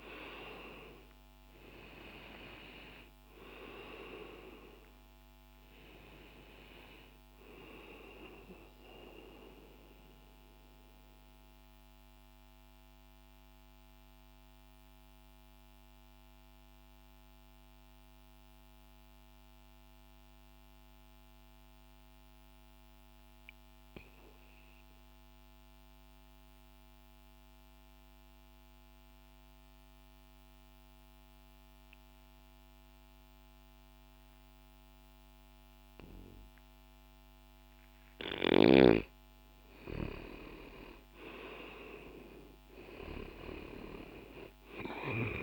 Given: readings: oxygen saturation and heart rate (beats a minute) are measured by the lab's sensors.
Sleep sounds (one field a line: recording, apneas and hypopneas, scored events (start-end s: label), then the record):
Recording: breathing in sleep by a microphone on the trachea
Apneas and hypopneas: 1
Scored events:
0.00-18.00 s: oxygen desaturation (device-marked, oxygen 96% before, 92% lowest, heart rate 60 before, 60 extreme)
9.00-37.50 s: mixed apnea (oxygen 96% before, 87% lowest, heart rate 60 before, 60 extreme, up 0 after)
25.00-31.00 s: oxygen desaturation (device-marked, oxygen 93% before, 88% lowest, heart rate 60 before, 60 extreme)
39.50-44.00 s: arousal
44.00-45.43 s: oxygen desaturation (device-marked, oxygen 97% before, 92% lowest, heart rate 60 before, 60 extreme)
From the record:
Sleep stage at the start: N2 (light sleep)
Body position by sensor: on the back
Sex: male